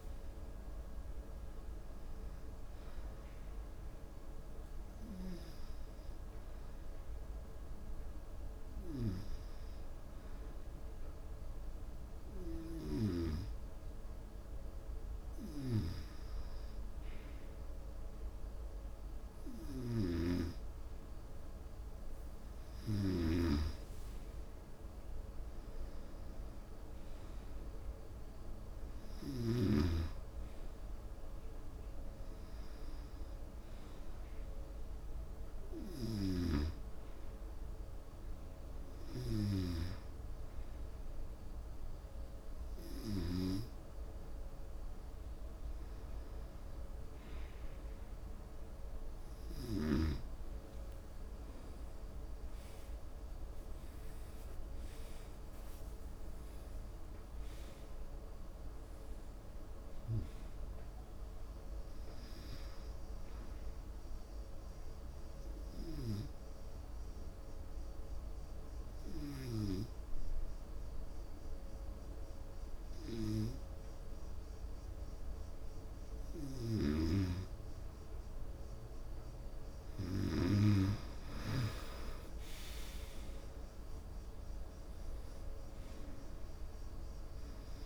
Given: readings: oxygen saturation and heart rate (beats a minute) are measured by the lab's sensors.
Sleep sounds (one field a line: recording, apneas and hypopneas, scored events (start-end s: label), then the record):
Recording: breathing in sleep by a room microphone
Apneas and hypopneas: 3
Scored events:
4.50-20.50 s: hypopnea (oxygen 95% before, 91% lowest, heart rate 74 before, 68 extreme, up 1 after)
22.00-25.50 s: arousal
36.50-49.00 s: hypopnea (oxygen 95% before, 91% lowest, heart rate 71 before, 70 extreme, up 4 after)
51.00-54.50 s: arousal
65.00-78.50 s: obstructive apnea (oxygen 94% before, 88% lowest, heart rate 76 before, 68 extreme, up 1 after)
81.00-85.00 s: arousal
From the record:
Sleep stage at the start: N2 (light sleep)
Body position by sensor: on the right side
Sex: male